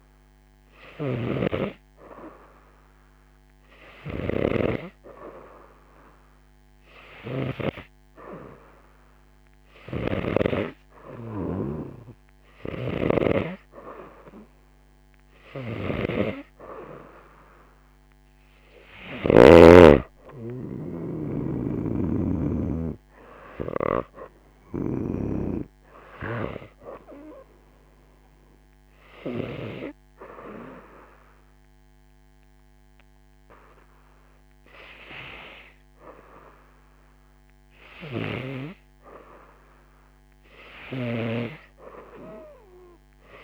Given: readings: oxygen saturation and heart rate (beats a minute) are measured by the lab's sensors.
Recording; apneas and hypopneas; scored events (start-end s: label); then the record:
breathing in sleep by a microphone on the trachea; none
0.00-7.50 s: snoring (device-marked)
9.50-19.50 s: snoring (device-marked)
21.50-25.00 s: snoring (device-marked)
29.50-34.50 s: oxygen desaturation (device-marked, oxygen 92% before, 89% lowest, heart rate 89 before, 88 extreme)
38.00-41.50 s: snoring (device-marked)
From the record:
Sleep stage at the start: N2 (light sleep); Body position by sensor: on the right side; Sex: female